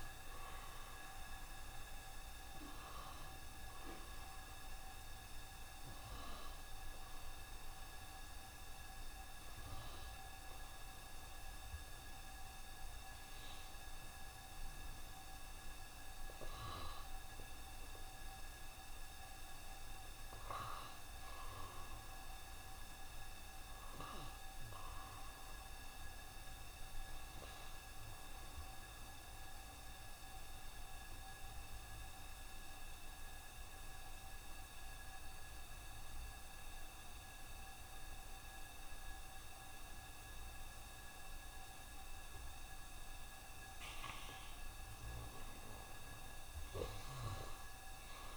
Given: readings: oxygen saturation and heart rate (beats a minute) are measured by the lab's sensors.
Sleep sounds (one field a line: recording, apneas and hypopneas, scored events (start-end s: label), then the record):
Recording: breathing in sleep, hard to hear, by a room microphone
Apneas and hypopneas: 1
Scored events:
19.00-23.50 s: arousal
29.50-43.50 s: obstructive apnea (oxygen 93% before, 87% lowest, heart rate 69 before, 68 extreme, up 2 after)
46.00-48.37 s: arousal
From the record:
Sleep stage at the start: N1 (lightest sleep)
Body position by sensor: on the right side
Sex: male